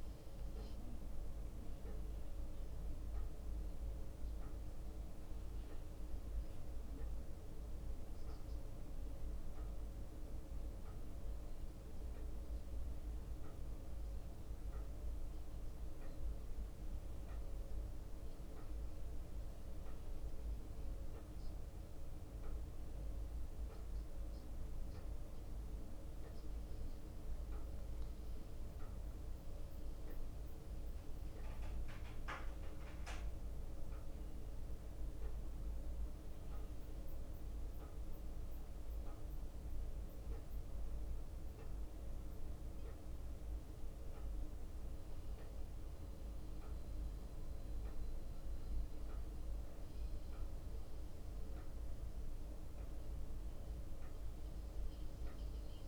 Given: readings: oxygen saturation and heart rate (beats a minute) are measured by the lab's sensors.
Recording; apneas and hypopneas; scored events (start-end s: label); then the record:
a person awake in a sleep study, hard to hear, by a room microphone; none
0.00-1.50 s: leg movement (device-marked)
0.00-7.00 s: drop in pulse transit time (device-marked, heart rate 60 extreme)
2.00-8.50 s: leg movement (device-marked)
9.50-15.50 s: leg movement (device-marked)
16.00-22.00 s: leg movement (device-marked)
24.00-31.50 s: leg movement (device-marked)
31.50-38.50 s: leg movement (device-marked)
39.00-45.00 s: leg movement (device-marked)
47.00-53.50 s: leg movement (device-marked)
From the record:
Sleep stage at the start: awake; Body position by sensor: on the back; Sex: male